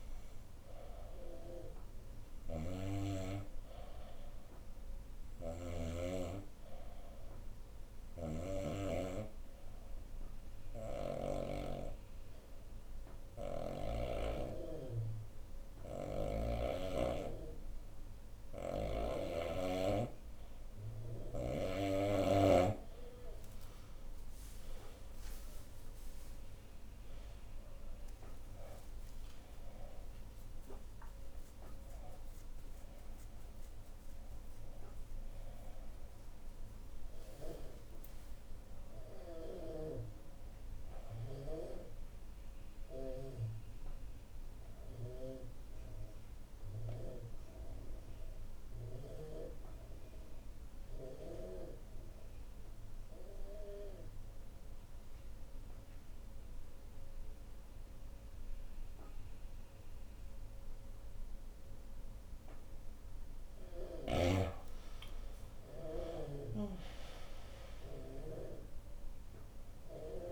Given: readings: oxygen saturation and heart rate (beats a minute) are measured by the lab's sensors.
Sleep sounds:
breathing in sleep by a room microphone; 2
0.00-11.00 s: oxygen desaturation (device-marked, oxygen 89% lowest, heart rate 73 extreme)
2.00-16.50 s: snoring (device-marked)
8.50-20.50 s: obstructive apnea (oxygen 94% before, 87% lowest, heart rate 79 before, 70 extreme, up 11 after)
24.50-31.00 s: arousal
25.00-44.00 s: oxygen desaturation (device-marked, oxygen 96% before, 90% lowest, heart rate 75 before, 67 extreme)
43.00-63.50 s: obstructive apnea (oxygen 96% before, 87% lowest, heart rate 82 before, 68 extreme, up 7 after)
58.00-70.32 s: oxygen desaturation (device-marked, oxygen 97% before, 87% lowest, heart rate 71 before, 69 extreme)
68.00-70.32 s: new sleep stage, awake
From the record:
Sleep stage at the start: N2 (light sleep); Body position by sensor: on the right side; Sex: female

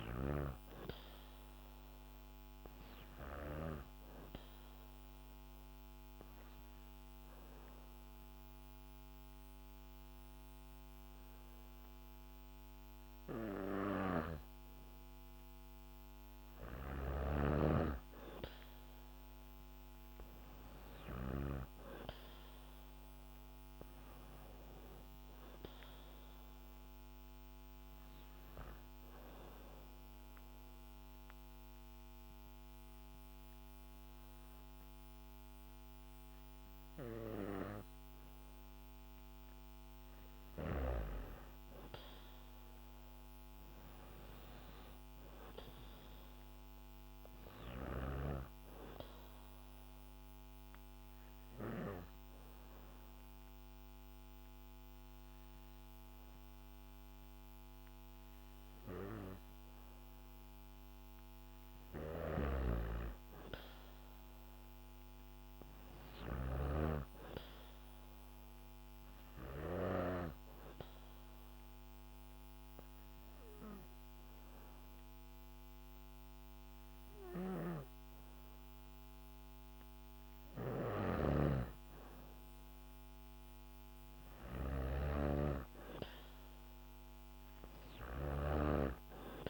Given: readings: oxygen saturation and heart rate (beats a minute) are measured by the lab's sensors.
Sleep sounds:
breathing in sleep by a microphone on the trachea; 4
4.50-15.00 s: obstructive apnea (oxygen 98% before, 93% lowest, heart rate 69 before, 64 extreme, up 4 after)
20.00-24.00 s: arousal
26.50-41.50 s: oxygen desaturation (device-marked, oxygen 97% before, 93% lowest, heart rate 67 before, 64 extreme)
29.50-39.50 s: obstructive apnea (oxygen 98% before, 93% lowest, heart rate 68 before, 64 extreme, up 2 after)
41.00-44.50 s: arousal
48.50-59.50 s: obstructive apnea (oxygen 98% before, 94% lowest, heart rate 68 before, 62 extreme, up 4 after)
61.50-64.50 s: arousal
62.00-70.00 s: snoring (device-marked)
69.50-82.50 s: oxygen desaturation (device-marked, oxygen 98% before, 95% lowest, heart rate 67 before, 62 extreme)
70.50-80.50 s: obstructive apnea (oxygen 98% before, 94% lowest, heart rate 67 before, 62 extreme, up 4 after)
77.00-89.50 s: snoring (device-marked)
84.50-87.50 s: arousal
From the record:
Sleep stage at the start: N2 (light sleep); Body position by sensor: on the back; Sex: female

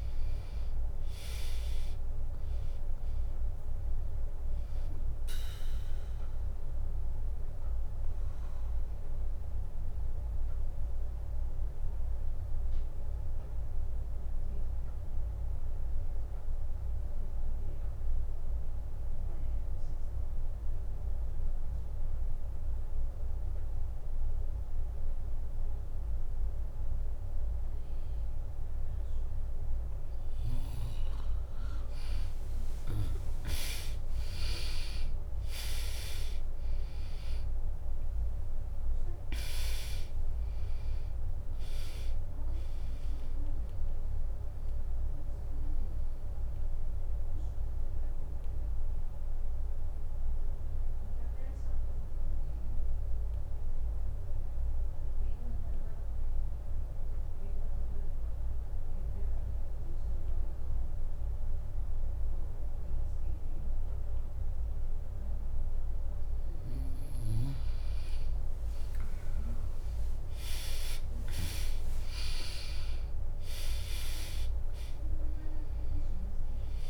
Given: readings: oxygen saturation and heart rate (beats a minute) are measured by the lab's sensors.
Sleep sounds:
breathing in sleep by a room microphone; 2
0.00-11.50 s: drop in pulse transit time (device-marked, heart rate 62 extreme)
6.00-29.50 s: mixed apnea (oxygen 99% before, 94% lowest, heart rate 64 before, 60 extreme, up 0 after)
33.50-39.00 s: arousal
34.50-47.50 s: drop in pulse transit time (device-marked, heart rate 64 before, 61 extreme)
39.50-61.50 s: oxygen desaturation (device-marked, oxygen 100% before, 94% lowest, heart rate 63 before, 63 extreme)
44.00-67.50 s: obstructive apnea (oxygen 100% before, 94% lowest, heart rate 65 before, 63 extreme, up 0 after)
71.00-75.50 s: arousal
71.50-76.90 s: drop in pulse transit time (device-marked, heart rate 65 before, 63 extreme)
From the record:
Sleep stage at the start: N2 (light sleep); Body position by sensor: on the back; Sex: female

